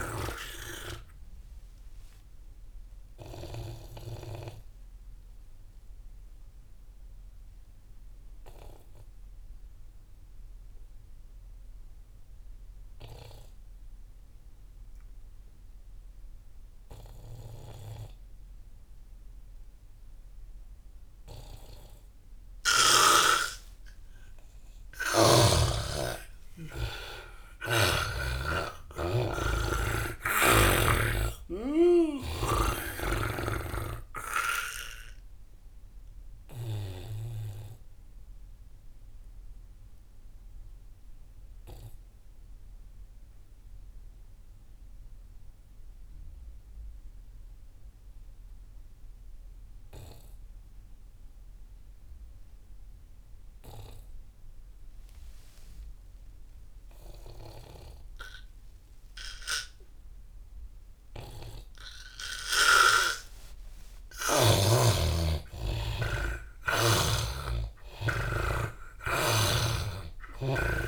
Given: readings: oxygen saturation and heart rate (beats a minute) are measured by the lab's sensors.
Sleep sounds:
breathing in sleep by a room microphone; 2
0.00-14.00 s: oxygen desaturation (device-marked, oxygen 85% lowest)
0.50-24.00 s: obstructive apnea (oxygen 99% before, 83% lowest)
23.00-47.00 s: oxygen desaturation (device-marked, oxygen 99% before, 86% lowest)
25.00-30.00 s: arousal
34.50-63.50 s: obstructive apnea (oxygen 99% before, 83% lowest)
59.00-70.88 s: oxygen desaturation (device-marked, oxygen 99% before, 83% lowest)
64.00-69.00 s: arousal
69.50-70.88 s: snoring (device-marked)
From the record:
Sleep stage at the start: N2 (light sleep); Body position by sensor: on the back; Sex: male

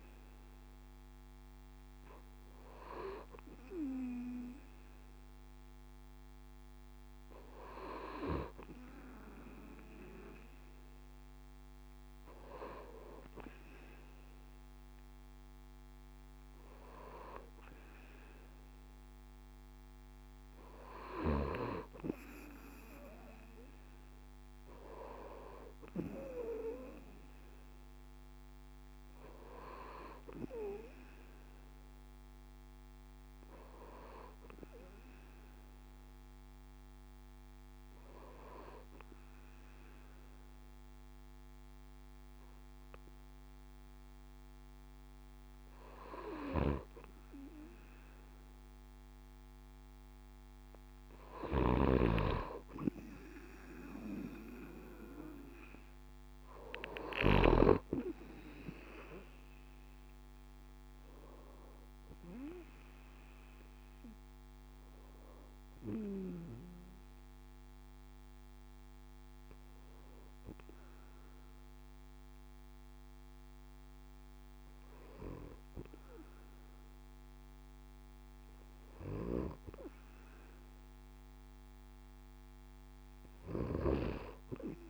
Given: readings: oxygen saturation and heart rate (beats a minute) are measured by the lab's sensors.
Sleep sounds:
breathing in sleep by a microphone on the trachea; 1
37.00-49.50 s: hypopnea (oxygen 98% before, 96% lowest, heart rate 70 before, 65 extreme, up 5 after)
51.00-57.50 s: snoring (device-marked)
59.50-63.50 s: arousal
From the record:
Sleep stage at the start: N2 (light sleep); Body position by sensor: on the right side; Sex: male

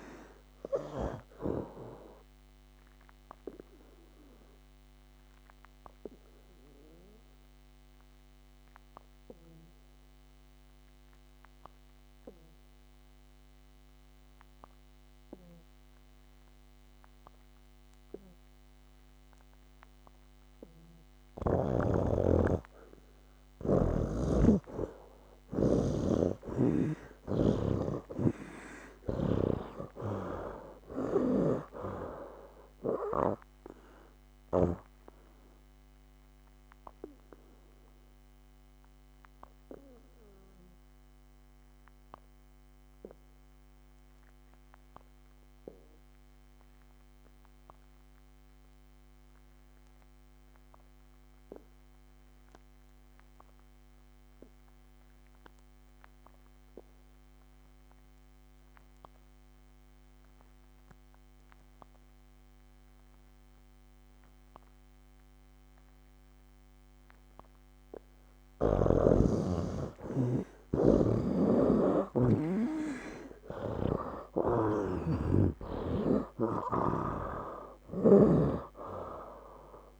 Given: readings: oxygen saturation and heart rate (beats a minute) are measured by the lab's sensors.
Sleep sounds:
breathing in sleep by a microphone on the trachea; 2
0.00-23.00 s: oxygen desaturation (device-marked, oxygen 69% lowest, heart rate 61 extreme)
3.00-24.00 s: obstructive apnea (oxygen 97% before, 69% lowest, heart rate 75 before, 61 extreme, up 19 after)
25.50-28.50 s: arousal
26.00-34.50 s: snoring (device-marked)
32.00-54.00 s: oxygen desaturation (device-marked, oxygen 97% before, 75% lowest, heart rate 66 before, 62 extreme)
35.00-67.50 s: obstructive apnea (oxygen 97% before, 69% lowest, heart rate 69 before, 62 extreme, up 14 after)
61.00-80.00 s: oxygen desaturation (device-marked, oxygen 97% before, 69% lowest, heart rate 64 before, 63 extreme)
71.50-76.00 s: arousal
From the record:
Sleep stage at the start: N2 (light sleep); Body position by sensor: on the back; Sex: male

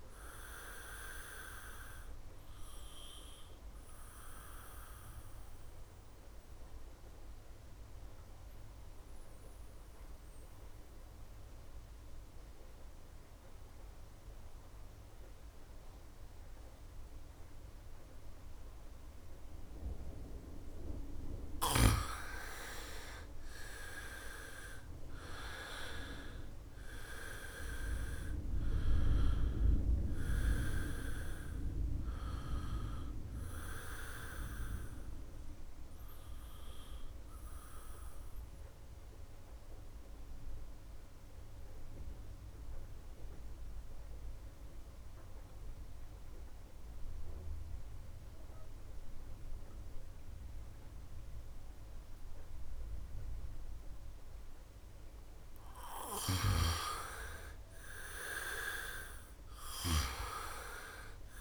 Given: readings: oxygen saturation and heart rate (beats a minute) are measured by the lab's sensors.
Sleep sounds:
breathing in sleep by a room microphone; 2
0.00-13.00 s: oxygen desaturation (device-marked, oxygen 96% before, 89% lowest, heart rate 66 before, 64 extreme)
2.50-21.00 s: mixed apnea (oxygen 96% before, 87% lowest, heart rate 66 before, 62 extreme, up 4 after)
23.00-27.50 s: arousal
25.00-49.00 s: oxygen desaturation (device-marked, oxygen 98% before, 87% lowest, heart rate 67 before, 62 extreme)
34.50-54.00 s: central apnea (oxygen 98% before, 86% lowest, heart rate 69 before, 62 extreme, up 1 after)
56.00-59.50 s: arousal
From the record:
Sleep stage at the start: N2 (light sleep); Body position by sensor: on the back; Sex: male

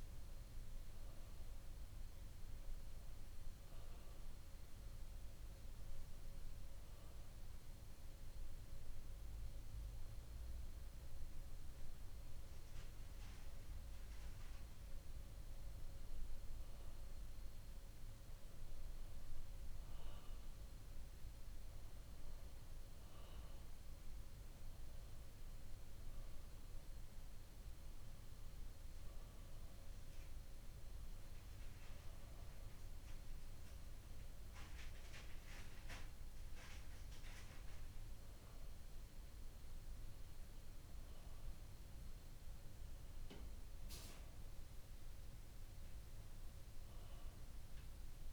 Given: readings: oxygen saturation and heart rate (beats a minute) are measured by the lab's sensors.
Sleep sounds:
breathing in sleep, hard to hear, by a room microphone; none
none scored
From the record:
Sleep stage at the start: N2 (light sleep); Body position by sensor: on the back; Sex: male

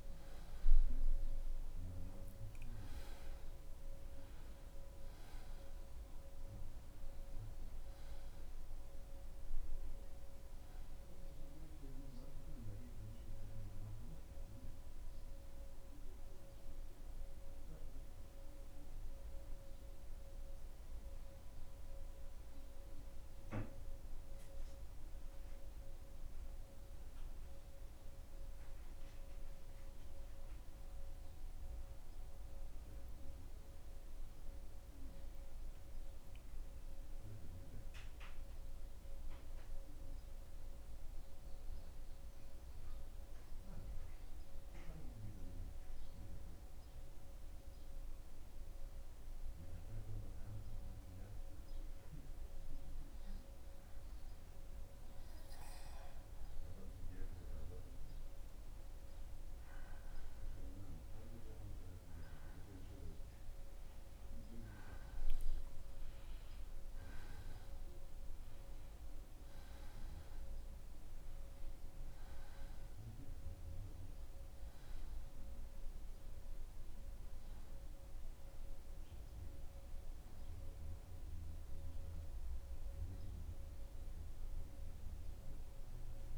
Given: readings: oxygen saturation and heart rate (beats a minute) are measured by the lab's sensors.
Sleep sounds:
breathing in sleep, hard to hear, by a room microphone; 1
22.00-86.38 s: new sleep stage, N2 (light sleep)
31.00-54.50 s: obstructive apnea (oxygen 92% before, 87% lowest, heart rate 76 before, 76 extreme, up 1 after)
32.00-49.00 s: oxygen desaturation (device-marked, oxygen 93% before, 87% lowest, heart rate 76 before, 76 extreme)
59.50-64.00 s: arousal
From the record:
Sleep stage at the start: N1 (lightest sleep); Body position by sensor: on the back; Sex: male

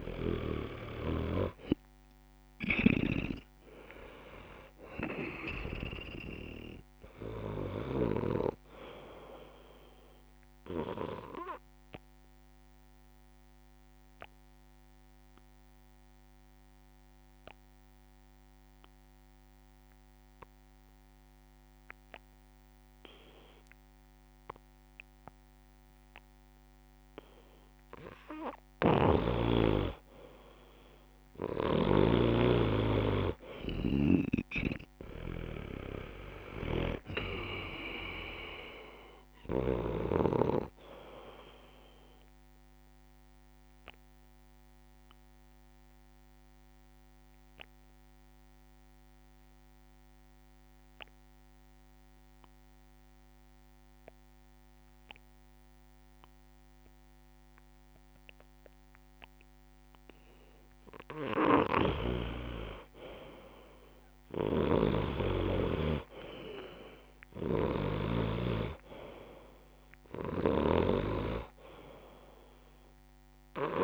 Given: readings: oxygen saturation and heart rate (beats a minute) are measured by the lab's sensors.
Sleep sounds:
breathing in sleep by a microphone on the trachea; 2
1.00-21.00 s: oxygen desaturation (device-marked, oxygen 97% before, 89% lowest)
11.00-27.00 s: obstructive apnea (oxygen 97% before, 88% lowest)
28.50-32.00 s: snoring (device-marked)
29.50-33.50 s: arousal
32.00-60.00 s: oxygen desaturation (device-marked, oxygen 97% before, 88% lowest)
43.00-60.00 s: obstructive apnea (oxygen 97% before, 88% lowest)
61.50-73.84 s: snoring (device-marked)
65.00-67.50 s: arousal
69.00-73.84 s: oxygen desaturation (device-marked, oxygen 98% before, 90% lowest)
From the record:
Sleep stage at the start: N2 (light sleep); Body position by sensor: on the back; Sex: male

